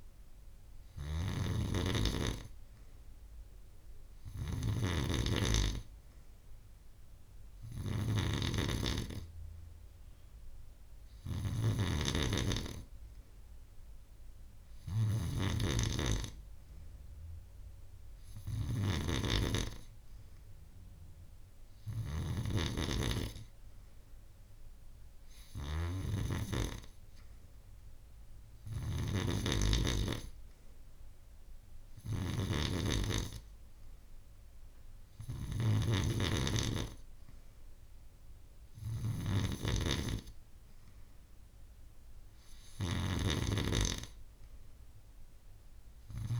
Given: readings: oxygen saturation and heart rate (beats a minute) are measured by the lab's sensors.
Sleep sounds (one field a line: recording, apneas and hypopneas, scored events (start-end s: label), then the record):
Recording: breathing in sleep by a room microphone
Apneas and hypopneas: none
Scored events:
none scored
From the record:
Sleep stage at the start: N3 (deep sleep)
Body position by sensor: on the back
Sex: female